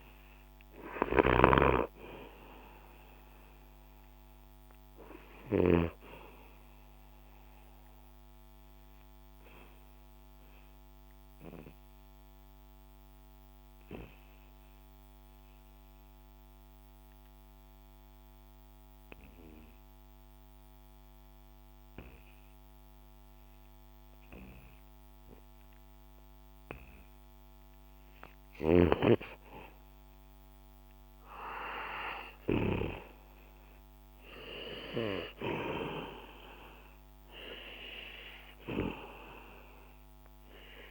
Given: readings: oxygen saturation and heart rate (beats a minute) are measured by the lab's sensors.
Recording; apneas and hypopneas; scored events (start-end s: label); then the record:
breathing in sleep by a microphone on the trachea; 1
0.00-23.00 s: oxygen desaturation (device-marked, oxygen 89% lowest, heart rate 58 extreme)
11.00-28.50 s: obstructive apnea (oxygen 97% before, 89% lowest, heart rate 67 before, 60 extreme, up 4 after)
34.00-37.50 s: arousal
From the record:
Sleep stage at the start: N2 (light sleep); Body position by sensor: on the back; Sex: male